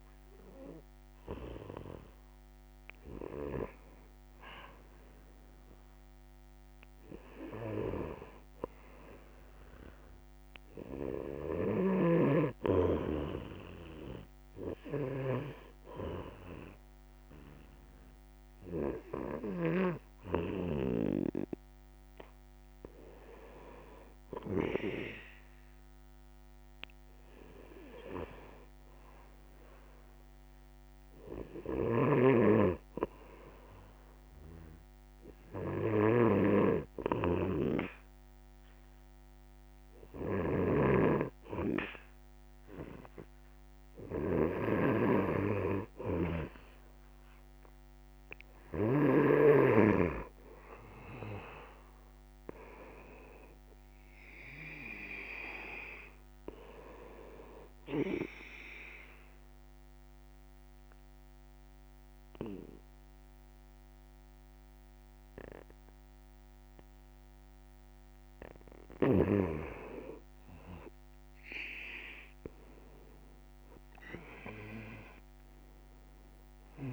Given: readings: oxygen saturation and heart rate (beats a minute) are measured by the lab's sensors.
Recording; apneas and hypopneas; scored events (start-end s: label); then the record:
breathing in sleep by a microphone on the trachea; 2
25.00-29.00 s: arousal
34.00-44.00 s: hypopnea (oxygen 96% before, 91% lowest, heart rate 73 before, 70 extreme, up 4 after)
46.00-49.50 s: arousal
58.00-69.00 s: obstructive apnea (oxygen 96% before, 89% lowest, heart rate 76 before, 70 extreme, up 4 after)
72.00-75.00 s: arousal
From the record:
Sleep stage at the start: N2 (light sleep); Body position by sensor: on the back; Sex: male